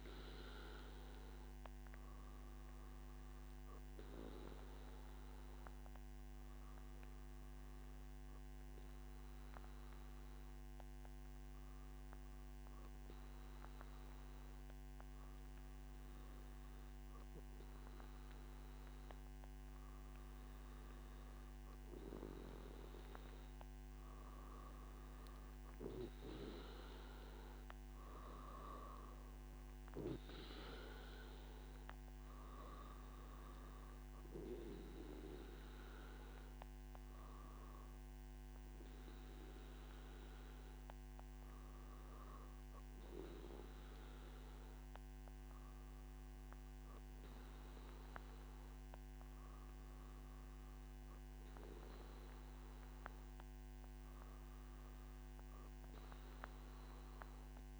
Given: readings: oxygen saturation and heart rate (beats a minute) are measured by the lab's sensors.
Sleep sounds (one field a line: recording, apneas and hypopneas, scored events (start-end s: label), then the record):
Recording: breathing in sleep by a microphone on the trachea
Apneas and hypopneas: 1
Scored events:
3.50-21.50 s: obstructive apnea (oxygen 96% before, 94% lowest, heart rate 115 before, 111 extreme, up 4 after)
From the record:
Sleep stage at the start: N1 (lightest sleep)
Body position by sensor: on the back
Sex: male